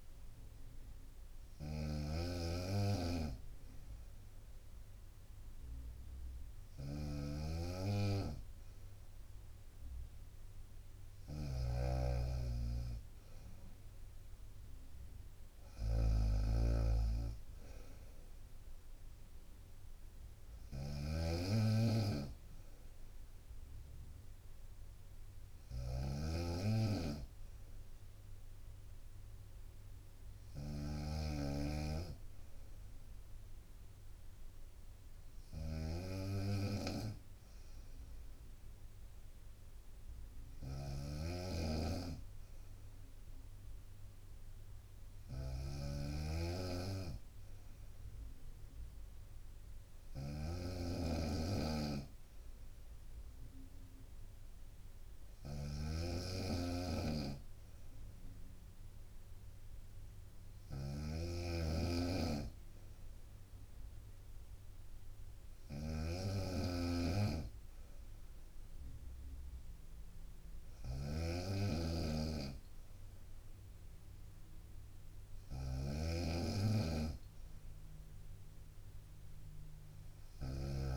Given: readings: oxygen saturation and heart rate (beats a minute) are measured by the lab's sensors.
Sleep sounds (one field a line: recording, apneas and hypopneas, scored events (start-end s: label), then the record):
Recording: breathing in sleep by a room microphone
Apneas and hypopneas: none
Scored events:
0.00-80.97 s: snoring (device-marked)
From the record:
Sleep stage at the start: N2 (light sleep)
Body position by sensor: on the right side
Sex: female